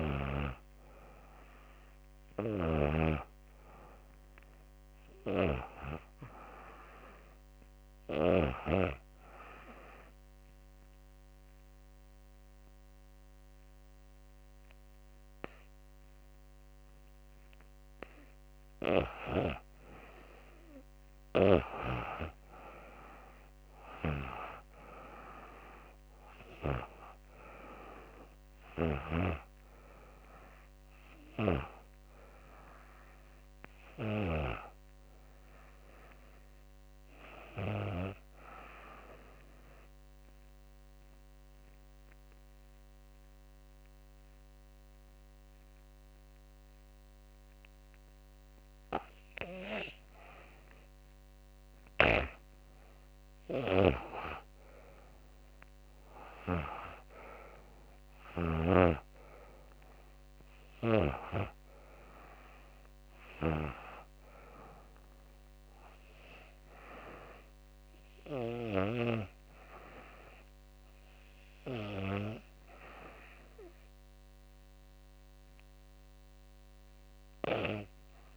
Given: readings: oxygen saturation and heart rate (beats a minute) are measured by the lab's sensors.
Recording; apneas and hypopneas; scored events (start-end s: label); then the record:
breathing in sleep by a microphone on the trachea; 2
8.50-18.50 s: obstructive apnea (oxygen 98% before, 90% lowest, heart rate 79 before, 73 extreme, up 8 after)
21.50-25.00 s: arousal
25.00-36.00 s: oxygen desaturation (device-marked, oxygen 94% before, 90% lowest, heart rate 77 before, 71 extreme)
37.50-51.00 s: obstructive apnea (oxygen 95% before, 88% lowest, heart rate 79 before, 71 extreme, up 9 after)
53.00-68.00 s: oxygen desaturation (device-marked, oxygen 96% before, 90% lowest, heart rate 76 before, 70 extreme)
53.50-57.00 s: arousal
From the record:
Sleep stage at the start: REM sleep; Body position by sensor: on the back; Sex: female